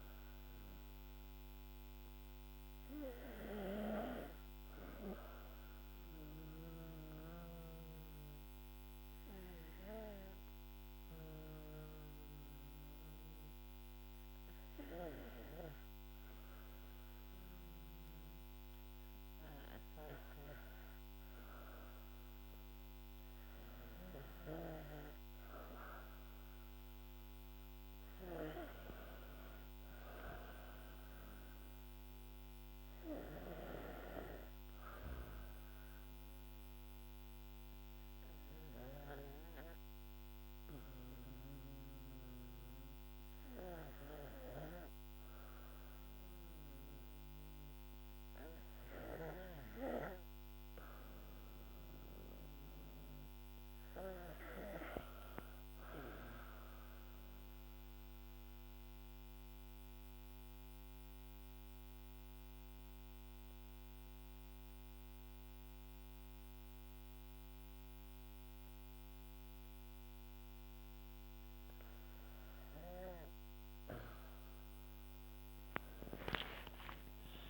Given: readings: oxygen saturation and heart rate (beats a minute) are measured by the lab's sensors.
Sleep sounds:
breathing in sleep by a microphone on the trachea; 3
0.00-5.00 s: oxygen desaturation (device-marked, oxygen 91% lowest, heart rate 48 extreme)
5.50-19.00 s: obstructive apnea (oxygen 98% before, 91% lowest, heart rate 62 before, 48 extreme, up 1 after)
19.00-24.00 s: arousal
23.00-48.00 s: oxygen desaturation (device-marked, oxygen 99% before, 91% lowest, heart rate 53 before, 50 extreme)
34.50-48.00 s: hypopnea (oxygen 99% before, 88% lowest, heart rate 53 before, 50 extreme, up 4 after)
49.00-77.50 s: new sleep stage, REM sleep
49.50-53.50 s: arousal
58.50-72.50 s: obstructive apnea (oxygen 97% before, 88% lowest, heart rate 56 before, 49 extreme, up 13 after)
59.00-77.50 s: oxygen desaturation (device-marked, oxygen 97% before, 91% lowest, heart rate 56 before, 49 extreme)
74.50-77.50 s: arousal
From the record:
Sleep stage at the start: N2 (light sleep); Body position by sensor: on the back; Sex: female

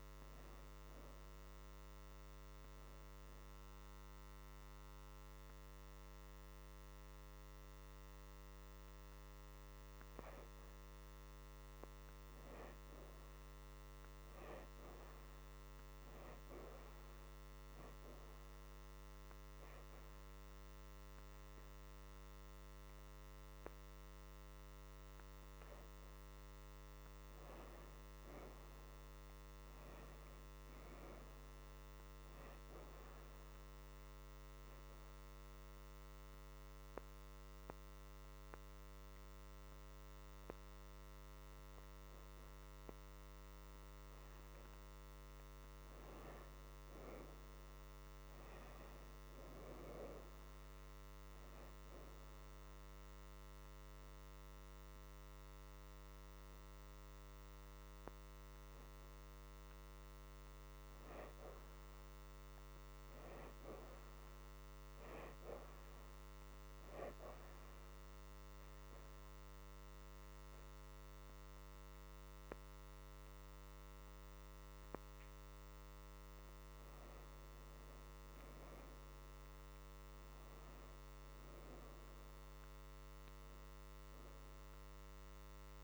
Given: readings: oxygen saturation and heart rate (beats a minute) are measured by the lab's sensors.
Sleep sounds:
breathing in sleep, hard to hear, by a microphone on the trachea; 4
0.00-10.00 s: oxygen desaturation (device-marked, oxygen 68% lowest, heart rate 76 extreme)
1.50-12.00 s: hypopnea (oxygen 82% before, 68% lowest, heart rate 82 before, 78 extreme, up 2 after)
13.50-15.50 s: arousal
17.50-27.50 s: hypopnea (oxygen 85% before, 69% lowest, heart rate 78 before, 78 extreme, up 7 after)
20.00-33.00 s: oxygen desaturation (device-marked, oxygen 87% before, 70% lowest, heart rate 79 before, 78 extreme)
28.00-31.50 s: arousal
34.50-45.50 s: obstructive apnea (oxygen 87% before, 68% lowest, heart rate 83 before, 77 extreme, up 7 after)
35.00-48.00 s: oxygen desaturation (device-marked, oxygen 80% before, 71% lowest, heart rate 83 before, 77 extreme)
49.00-52.50 s: arousal
55.00-72.00 s: oxygen desaturation (device-marked, oxygen 84% before, 69% lowest, heart rate 83 before, 77 extreme)
67.50-77.50 s: obstructive apnea (oxygen 84% before, 68% lowest, heart rate 81 before, 78 extreme, up 4 after)
74.00-82.00 s: oxygen desaturation (device-marked, oxygen 83% before, 73% lowest, heart rate 81 before, 78 extreme)
80.50-85.00 s: arousal
From the record:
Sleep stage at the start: N2 (light sleep); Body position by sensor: on the back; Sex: female

